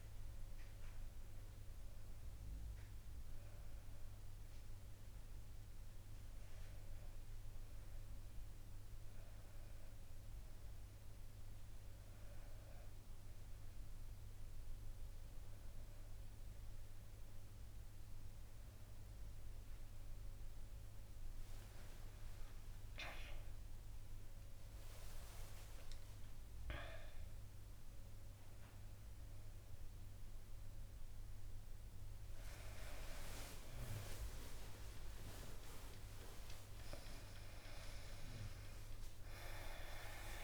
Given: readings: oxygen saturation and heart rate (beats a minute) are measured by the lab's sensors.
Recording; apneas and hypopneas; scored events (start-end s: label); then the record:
breathing in sleep by a room microphone; none
31.00-40.44 s: new sleep stage, awake
From the record:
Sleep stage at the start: N2 (light sleep); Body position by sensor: on the back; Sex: female